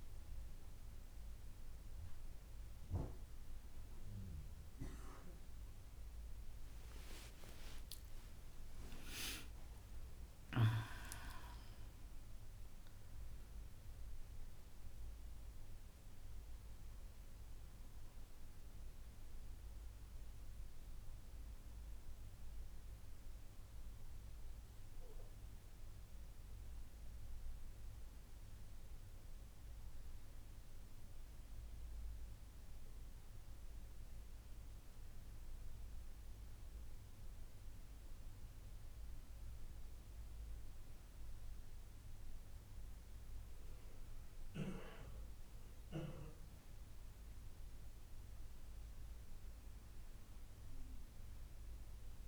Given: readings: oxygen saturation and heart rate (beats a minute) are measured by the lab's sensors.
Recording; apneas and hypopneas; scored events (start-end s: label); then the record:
breathing in sleep by a room microphone; none
6.50-11.00 s: arousal
From the record:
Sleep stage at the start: N1 (lightest sleep); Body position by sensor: on the back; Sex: female